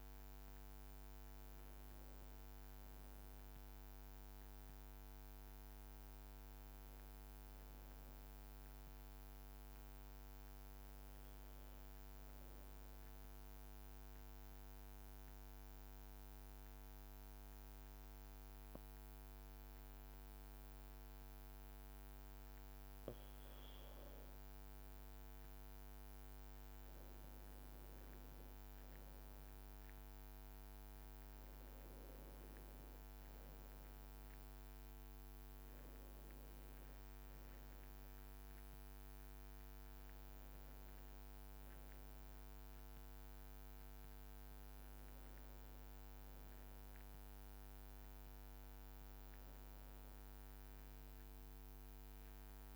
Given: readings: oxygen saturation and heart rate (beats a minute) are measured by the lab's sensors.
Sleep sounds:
breathing in sleep, hard to hear, by a microphone on the trachea; 1
4.00-7.50 s: arousal
12.50-23.50 s: mixed apnea (oxygen 96% before, 92% lowest, heart rate 56 before, 53 extreme, up 1 after)
26.00-30.00 s: arousal
From the record:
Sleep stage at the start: N2 (light sleep); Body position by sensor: on the back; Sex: male

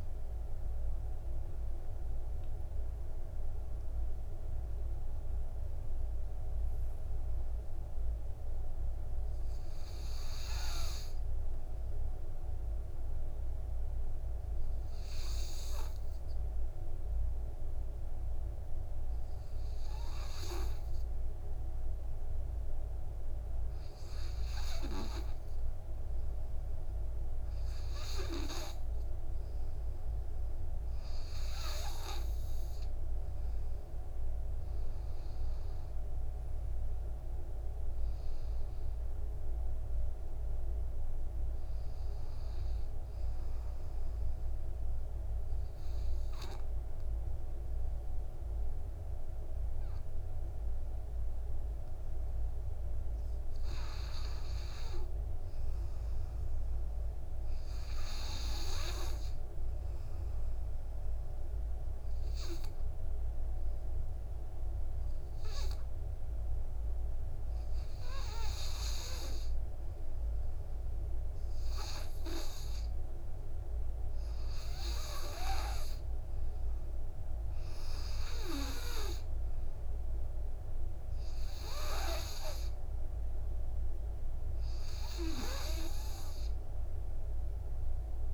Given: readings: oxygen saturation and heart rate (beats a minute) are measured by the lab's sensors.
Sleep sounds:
breathing in sleep by a room microphone; 2
0.00-7.50 s: oxygen desaturation (device-marked, oxygen 91% lowest, heart rate 55 extreme)
12.50-33.50 s: obstructive apnea (oxygen 97% before, 91% lowest, heart rate 67 before, 55 extreme, up 14 after)
29.50-58.50 s: oxygen desaturation (device-marked, oxygen 97% before, 91% lowest, heart rate 57 before, 55 extreme)
35.50-39.50 s: arousal
57.50-72.50 s: obstructive apnea (oxygen 97% before, 91% lowest, heart rate 62 before, 53 extreme, up 5 after)
74.50-79.50 s: arousal
78.50-88.34 s: oxygen desaturation (device-marked, oxygen 96% before, 93% lowest, heart rate 57 before, 53 extreme)
From the record:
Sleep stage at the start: N2 (light sleep); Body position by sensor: on the right side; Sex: male

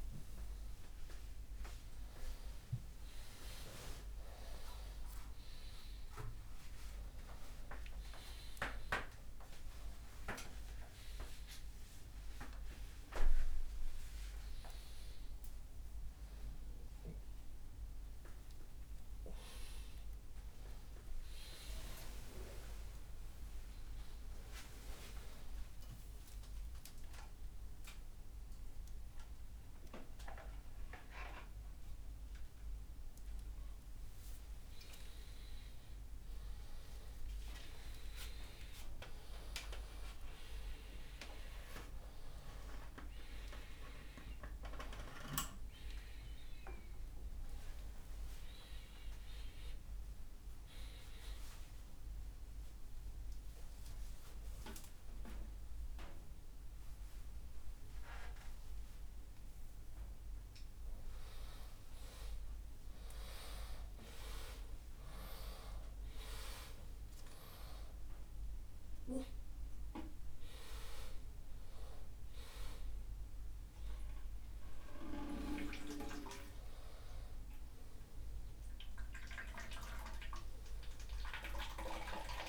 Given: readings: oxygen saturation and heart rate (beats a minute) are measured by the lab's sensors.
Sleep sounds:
a person awake in a sleep study, by a room microphone; none
72.50-82.48 s: oxygen desaturation (device-marked, oxygen 98% before, 94% lowest, heart rate 112 before, 97 extreme)
From the record:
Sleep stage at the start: awake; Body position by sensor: upright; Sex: male

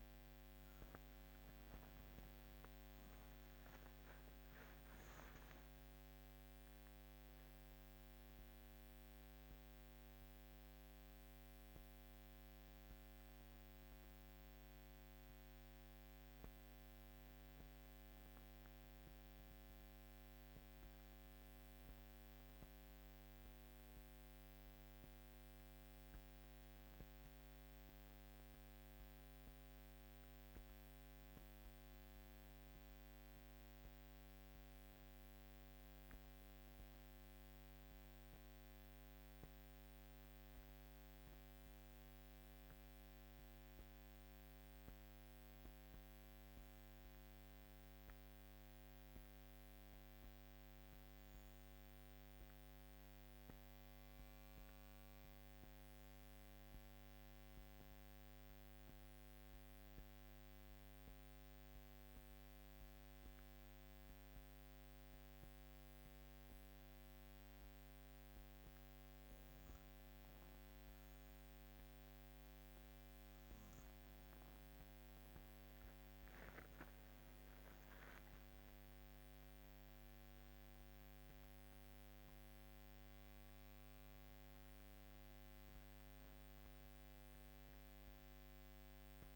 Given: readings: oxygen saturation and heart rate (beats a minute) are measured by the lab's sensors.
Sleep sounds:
breathing in sleep, hard to hear, by a microphone on the trachea; 1
0.00-4.00 s: arousal
40.00-72.00 s: obstructive apnea (oxygen 99% before, 96% lowest, heart rate 55 before, 51 extreme, up 9 after)
75.00-80.00 s: arousal
From the record:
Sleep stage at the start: REM sleep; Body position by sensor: on the back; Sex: female

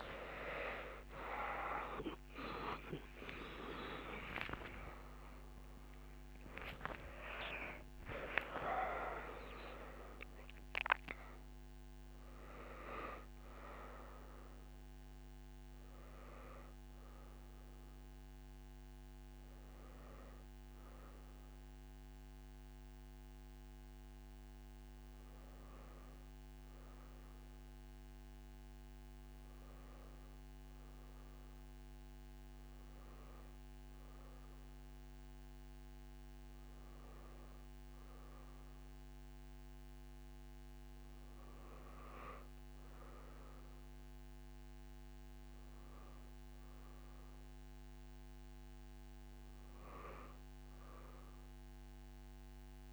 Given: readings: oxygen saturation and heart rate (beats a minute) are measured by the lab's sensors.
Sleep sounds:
a person partly awake in a sleep study, by a microphone on the trachea; none
0.00-7.50 s: oxygen desaturation (device-marked, oxygen 88% lowest)
10.50-40.50 s: new sleep stage, N1 (lightest sleep)
38.50-52.93 s: oxygen desaturation (device-marked, oxygen 99% before, 94% lowest)
40.50-52.93 s: new sleep stage, N2 (light sleep)
From the record:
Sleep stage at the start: awake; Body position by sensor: on the back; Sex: female

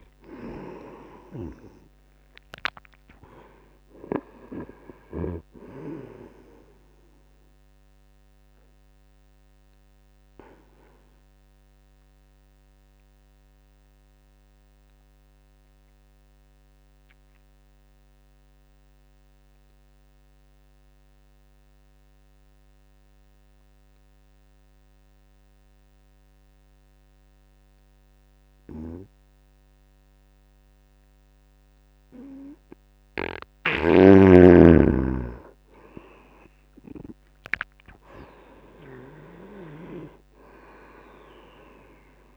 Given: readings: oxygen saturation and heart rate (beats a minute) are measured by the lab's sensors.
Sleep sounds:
breathing in sleep by a microphone on the trachea; 1
0.00-20.50 s: oxygen desaturation (device-marked, oxygen 88% lowest, heart rate 70 extreme)
10.50-31.50 s: obstructive apnea (oxygen 98% before, 87% lowest, heart rate 78 before, 70 extreme, up 4 after)
34.50-42.37 s: oxygen desaturation (device-marked, oxygen 97% before, 87% lowest, heart rate 77 before, 78 extreme)
35.00-40.00 s: arousal
From the record:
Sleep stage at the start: N2 (light sleep); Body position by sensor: on the back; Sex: male

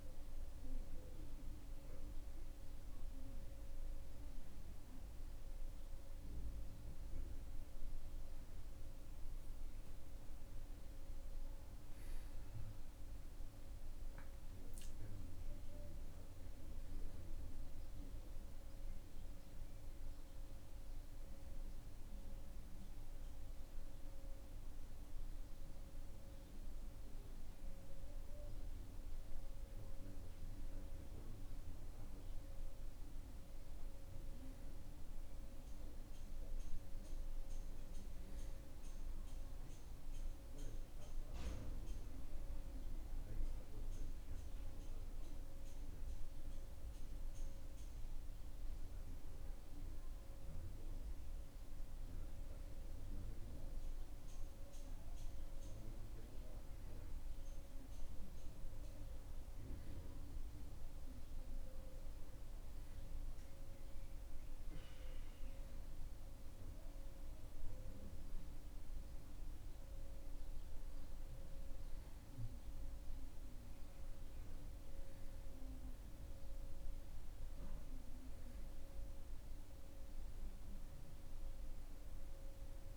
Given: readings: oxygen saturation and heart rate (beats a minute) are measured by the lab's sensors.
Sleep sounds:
breathing in sleep, hard to hear, by a room microphone; none
12.50-82.97 s: new sleep stage, N2 (light sleep)
From the record:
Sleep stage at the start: N1 (lightest sleep); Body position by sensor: on the back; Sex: male

